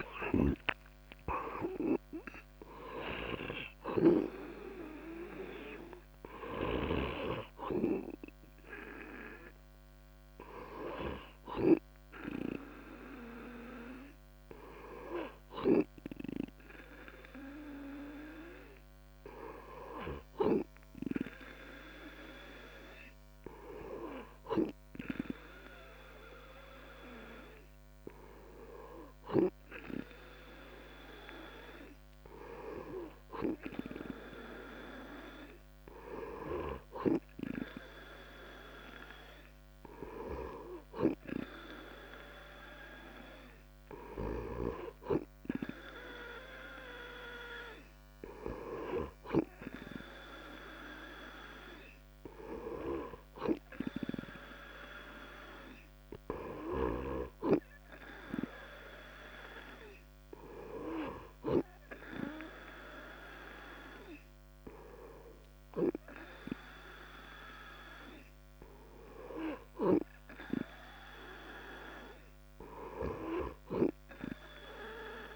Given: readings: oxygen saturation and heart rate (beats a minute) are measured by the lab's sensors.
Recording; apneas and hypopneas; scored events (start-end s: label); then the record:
breathing in sleep by a microphone on the trachea; none
none scored
From the record:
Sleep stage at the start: N2 (light sleep); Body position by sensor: on the back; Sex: male